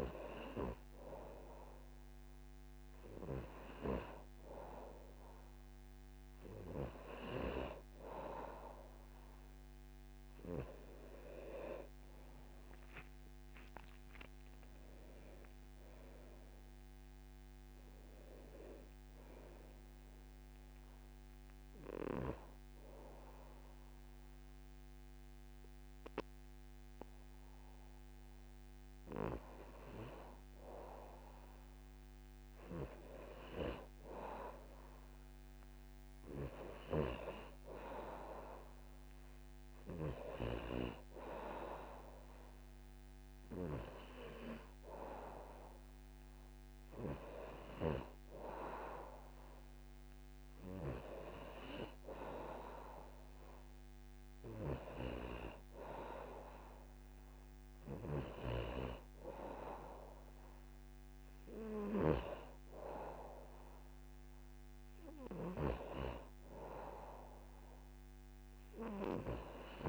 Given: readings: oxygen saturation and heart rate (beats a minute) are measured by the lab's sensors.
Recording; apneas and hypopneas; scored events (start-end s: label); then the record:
breathing in sleep by a microphone on the trachea; 1
14.50-17.50 s: arousal
20.00-31.00 s: obstructive apnea (oxygen 95% before, 92% lowest, heart rate 80 before, 67 extreme, up 0 after)
32.50-36.00 s: arousal
42.00-50.00 s: oxygen desaturation (device-marked, oxygen 98% before, 92% lowest, heart rate 73 before, 75 extreme)
From the record:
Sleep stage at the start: N2 (light sleep); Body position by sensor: on the back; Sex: male